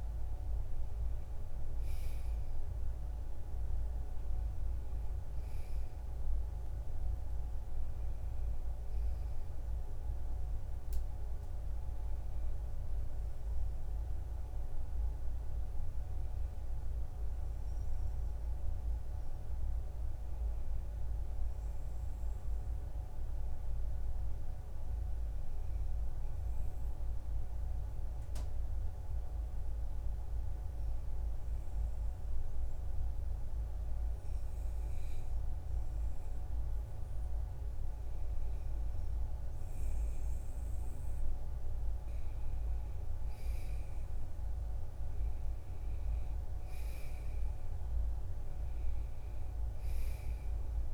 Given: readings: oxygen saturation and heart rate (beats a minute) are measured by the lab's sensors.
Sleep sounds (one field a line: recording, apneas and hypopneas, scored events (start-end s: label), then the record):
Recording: breathing in sleep, hard to hear, by a room microphone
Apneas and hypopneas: 1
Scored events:
19.50-37.00 s: obstructive apnea (oxygen 96% before, 89% lowest, heart rate 62 before, 56 extreme, up 6 after)
33.00-50.94 s: oxygen desaturation (device-marked, oxygen 95% before, 89% lowest, heart rate 57 before, 55 extreme)
37.00-42.00 s: arousal
From the record:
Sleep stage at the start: N2 (light sleep)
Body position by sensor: on the right side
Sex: male